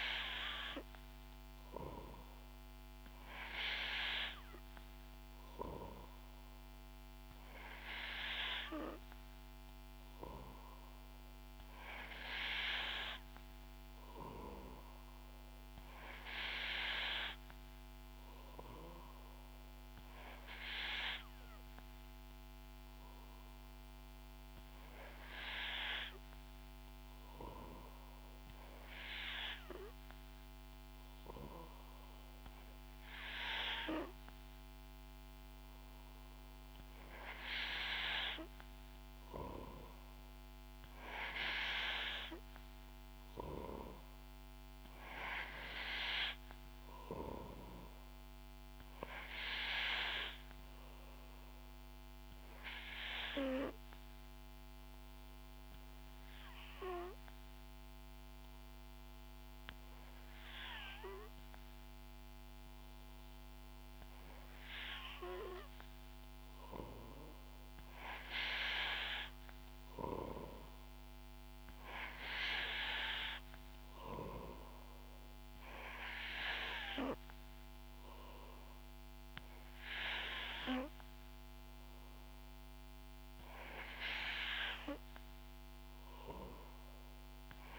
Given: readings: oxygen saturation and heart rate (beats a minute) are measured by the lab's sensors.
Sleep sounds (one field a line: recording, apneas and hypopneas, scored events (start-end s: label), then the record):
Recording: breathing in sleep by a microphone on the trachea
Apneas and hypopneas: 1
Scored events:
39.50-44.00 s: snoring (device-marked)
53.50-66.00 s: obstructive apnea (oxygen 92% before, 89% lowest, heart rate 68 before, 67 extreme, up 3 after)
68.00-72.00 s: arousal
From the record:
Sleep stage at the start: N3 (deep sleep)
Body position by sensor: on the back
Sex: female